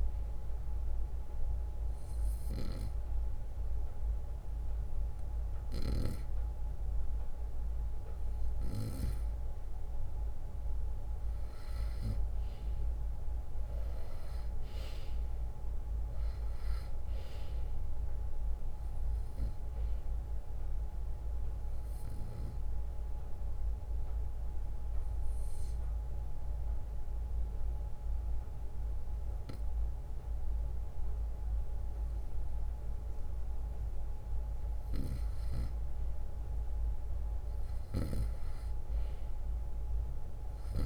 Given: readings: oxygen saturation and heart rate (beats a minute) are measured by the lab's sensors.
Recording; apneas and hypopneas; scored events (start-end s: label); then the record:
breathing in sleep, hard to hear, by a room microphone; 2
0.50-10.50 s: obstructive apnea (oxygen 96% before, 90% lowest, heart rate 63 before, 61 extreme, up 5 after)
4.00-10.00 s: oxygen desaturation (device-marked, oxygen 96% before, 92% lowest, heart rate 62 before, 61 extreme)
13.00-17.00 s: arousal
20.00-33.00 s: drop in pulse transit time (device-marked, heart rate 65 before, 61 extreme)
21.50-33.00 s: obstructive apnea (oxygen 96% before, 90% lowest, heart rate 65 before, 61 extreme, up 1 after)
36.50-40.86 s: arousal
From the record:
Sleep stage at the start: N2 (light sleep); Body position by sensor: on the right side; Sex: male